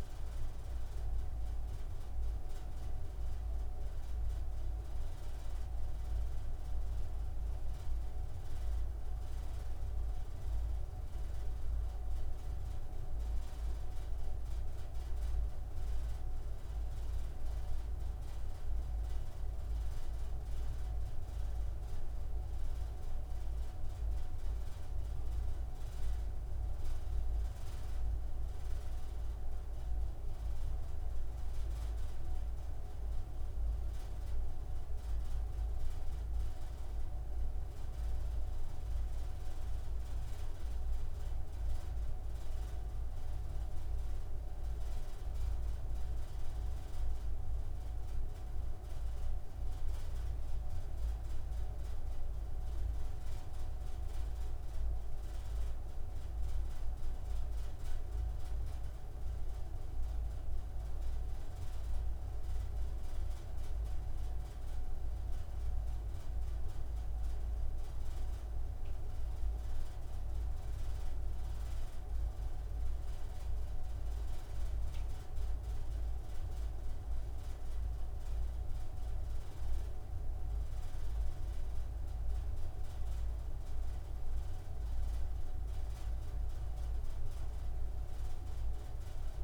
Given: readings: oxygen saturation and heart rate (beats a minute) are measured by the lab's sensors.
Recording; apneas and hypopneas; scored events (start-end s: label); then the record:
breathing in sleep, hard to hear, by a room microphone; none
none scored
From the record:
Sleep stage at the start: N3 (deep sleep); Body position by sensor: on the front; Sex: male